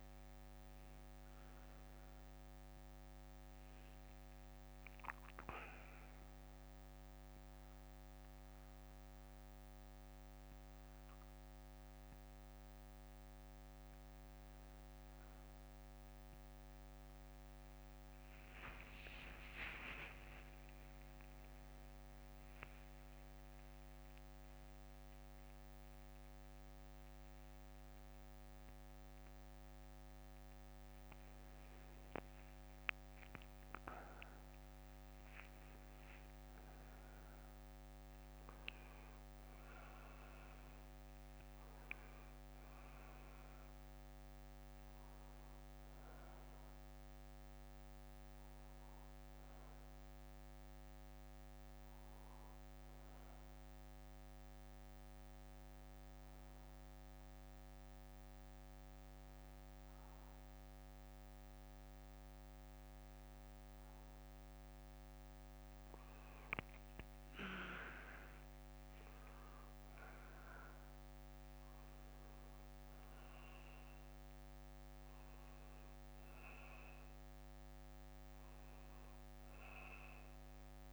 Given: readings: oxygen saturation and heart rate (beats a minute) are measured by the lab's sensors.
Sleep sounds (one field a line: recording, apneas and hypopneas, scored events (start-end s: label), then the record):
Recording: a person partly awake in a sleep study, by a microphone on the trachea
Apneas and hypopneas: none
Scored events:
0.00-2.00 s: bradycardia (device-marked, heart rate 58 extreme)
10.00-17.00 s: bradycardia (device-marked, heart rate 68 before, 56 extreme)
30.00-80.93 s: new sleep stage, N1 (lightest sleep)
38.00-53.00 s: oxygen desaturation (device-marked, oxygen 98% before, 92% lowest, heart rate 67 before, 58 extreme)
58.00-61.00 s: bradycardia (device-marked, heart rate 68 before, 61 extreme)
From the record:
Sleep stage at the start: awake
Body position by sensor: on the back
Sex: male